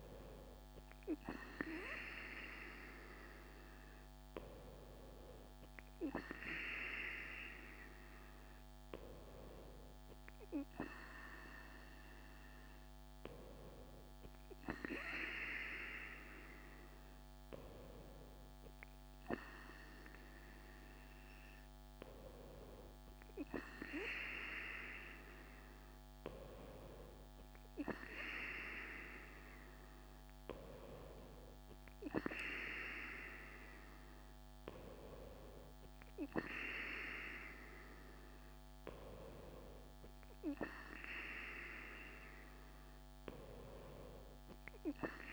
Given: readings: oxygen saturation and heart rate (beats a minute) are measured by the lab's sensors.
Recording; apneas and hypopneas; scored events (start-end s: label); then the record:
breathing in sleep by a microphone on the trachea; none
none scored
From the record:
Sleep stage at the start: N2 (light sleep); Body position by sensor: on the right side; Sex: female